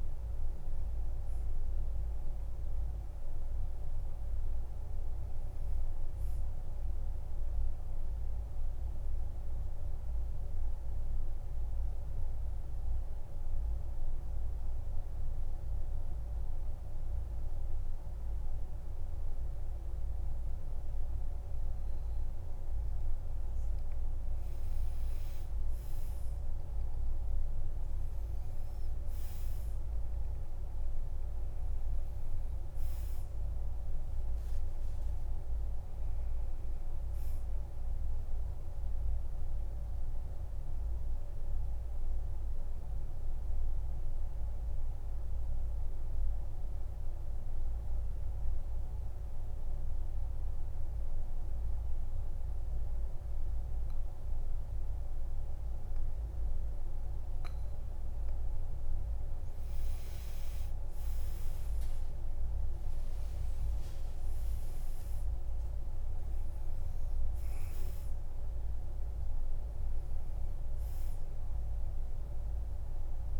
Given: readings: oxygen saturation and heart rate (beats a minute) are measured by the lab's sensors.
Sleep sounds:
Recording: breathing in sleep, hard to hear, by a room microphone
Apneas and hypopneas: 2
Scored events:
0.00-11.50 s: oxygen desaturation (device-marked, oxygen 87% lowest, heart rate 52 extreme)
7.50-22.50 s: mixed apnea (oxygen 96% before, 90% lowest, heart rate 60 before, 47 extreme, up 12 after)
10.50-73.40 s: new sleep stage, N2 (light sleep)
25.00-29.00 s: arousal
29.50-51.50 s: oxygen desaturation (device-marked, oxygen 99% before, 93% lowest, heart rate 56 before, 47 extreme)
39.50-59.00 s: mixed apnea (oxygen 99% before, 92% lowest, heart rate 59 before, 46 extreme, up 17 after)
60.50-73.40 s: oxygen desaturation (device-marked, oxygen 98% before, 92% lowest, heart rate 51 before, 46 extreme)
61.00-65.00 s: arousal
From the record:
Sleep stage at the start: N1 (lightest sleep)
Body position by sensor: on the back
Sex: male

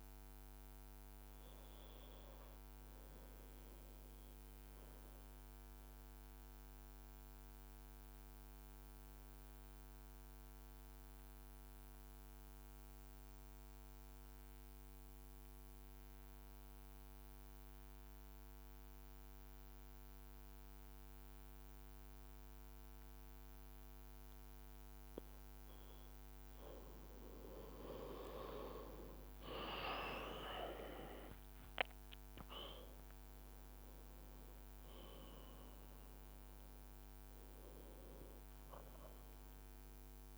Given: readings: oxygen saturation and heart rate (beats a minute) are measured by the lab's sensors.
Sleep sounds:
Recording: breathing in sleep by a microphone on the trachea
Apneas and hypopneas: 1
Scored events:
4.00-24.00 s: obstructive apnea (oxygen 98% before, 93% lowest, heart rate 57 before, 52 extreme, up 4 after)
7.00-12.00 s: leg movement (device-marked)
26.50-31.50 s: arousal
27.00-30.50 s: leg movement (device-marked)
32.00-33.50 s: leg movement (device-marked)
From the record:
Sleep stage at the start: N2 (light sleep)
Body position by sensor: on the right side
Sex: male

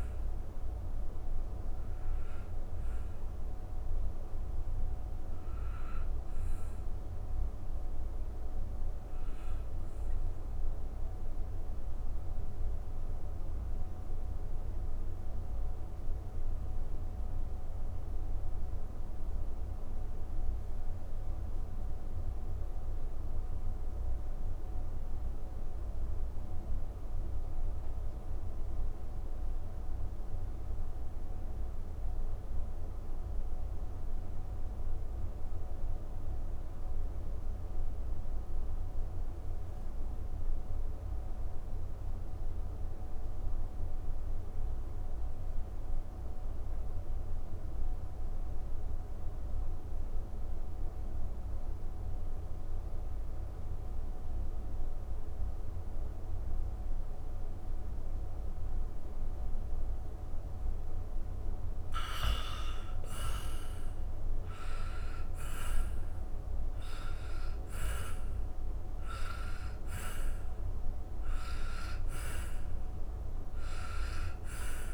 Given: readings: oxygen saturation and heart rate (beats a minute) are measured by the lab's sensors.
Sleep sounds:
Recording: breathing in sleep, hard to hear, by a room microphone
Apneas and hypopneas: 1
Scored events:
0.00-24.00 s: oxygen desaturation (device-marked, oxygen 85% lowest, heart rate 56 extreme)
3.50-60.00 s: mixed apnea (oxygen 97% before, 84% lowest, heart rate 141 before, 50 extreme, up 35 after)
60.00-74.94 s: oxygen desaturation (device-marked, oxygen 97% before, 84% lowest, heart rate 116 before, 38 extreme)
62.00-66.50 s: arousal
From the record:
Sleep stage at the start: N2 (light sleep)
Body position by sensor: on the back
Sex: male

